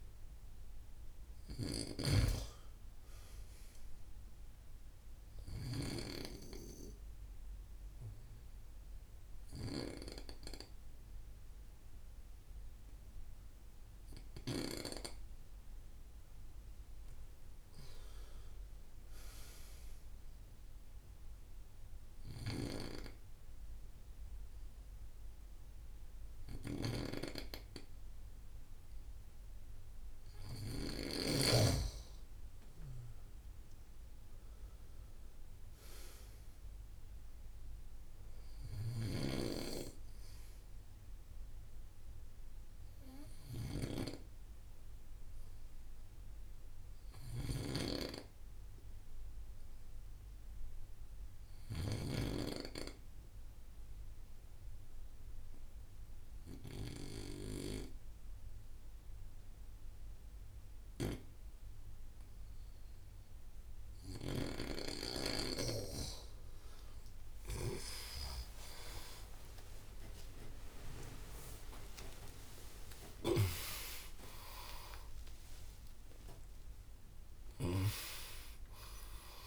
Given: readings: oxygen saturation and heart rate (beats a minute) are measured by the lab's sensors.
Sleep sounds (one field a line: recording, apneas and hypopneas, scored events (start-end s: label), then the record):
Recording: breathing in sleep by a room microphone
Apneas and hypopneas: 3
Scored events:
0.00-1.00 s: arousal
0.00-2.00 s: snoring (device-marked)
5.00-15.50 s: obstructive apnea (oxygen 97% before, 93% lowest, heart rate 61 before, 52 extreme, up 19 after)
21.00-31.50 s: obstructive apnea (oxygen 97% before, 93% lowest, heart rate 68 before, 60 extreme, up 38 after)
33.50-38.00 s: arousal
45.50-65.00 s: obstructive apnea (oxygen 95% before, 93% lowest, heart rate 91 before, 55 extreme, up 24 after)
66.50-73.00 s: arousal
From the record:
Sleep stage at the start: N2 (light sleep)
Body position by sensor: on the right side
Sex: male